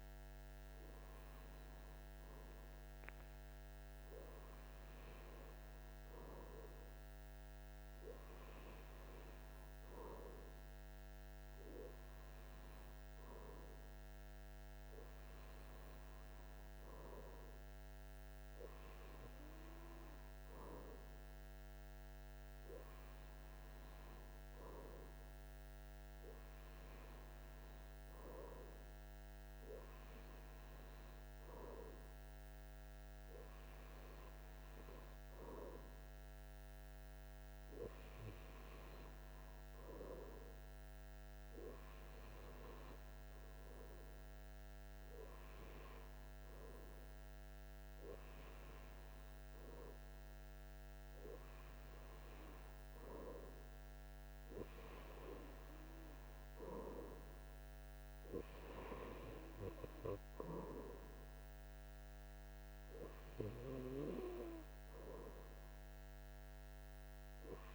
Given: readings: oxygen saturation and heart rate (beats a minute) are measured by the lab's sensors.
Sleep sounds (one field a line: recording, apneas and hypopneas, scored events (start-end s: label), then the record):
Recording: breathing in sleep by a microphone on the trachea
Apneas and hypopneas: none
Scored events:
none scored
From the record:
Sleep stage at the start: REM sleep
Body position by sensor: on the right side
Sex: male